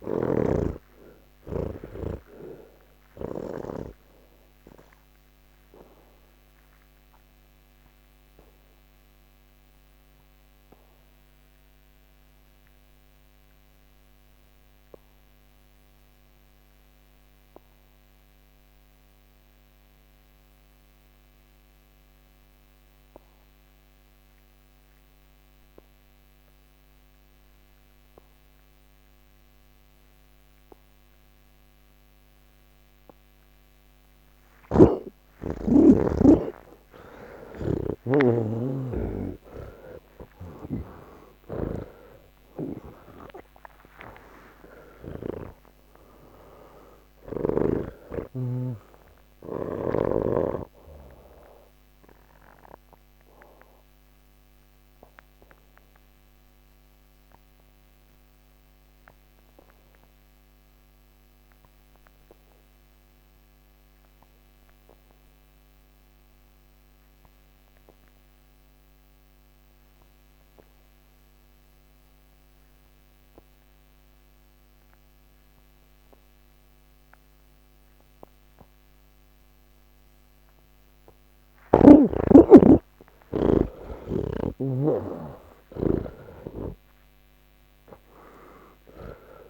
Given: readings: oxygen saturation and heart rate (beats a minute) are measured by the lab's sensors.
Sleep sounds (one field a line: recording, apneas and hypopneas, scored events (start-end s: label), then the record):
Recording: breathing in sleep by a microphone on the trachea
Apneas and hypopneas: 2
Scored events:
2.50-19.50 s: oxygen desaturation (device-marked, oxygen 92% before, 84% lowest, heart rate 107 before, 40 extreme)
7.00-30.00 s: obstructive apnea (oxygen 99% before, 80% lowest, heart rate 97 before, 40 extreme, up 7 after)
21.50-43.50 s: oxygen desaturation (device-marked, oxygen 98% before, 86% lowest, heart rate 122 before, 40 extreme)
34.50-41.00 s: snoring (device-marked)
45.50-64.50 s: oxygen desaturation (device-marked, oxygen 90% before, 80% lowest, heart rate 70 before, 48 extreme)
54.50-80.50 s: obstructive apnea (oxygen 96% before, 80% lowest, heart rate 84 before, 28 extreme)
76.50-89.50 s: oxygen desaturation (device-marked, oxygen 99% before, 81% lowest, heart rate 90 before, 28 extreme)
From the record:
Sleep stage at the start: N3 (deep sleep)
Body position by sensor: on the back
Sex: male